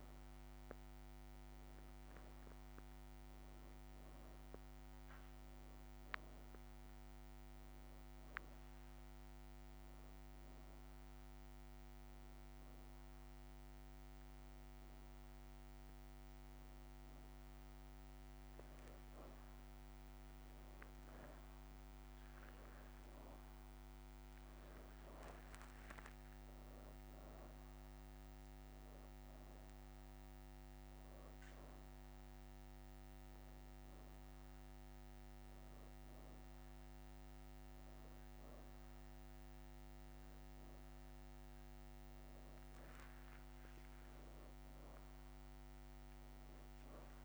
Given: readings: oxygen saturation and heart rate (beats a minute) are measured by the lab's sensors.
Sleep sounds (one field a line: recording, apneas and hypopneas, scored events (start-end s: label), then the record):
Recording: a person awake in a sleep study, hard to hear, by a microphone on the trachea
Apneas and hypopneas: none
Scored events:
3.00-6.50 s: leg movement (device-marked)
13.00-15.00 s: leg movement (device-marked)
18.50-28.50 s: leg movement (device-marked)
From the record:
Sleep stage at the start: awake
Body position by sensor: on the back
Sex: female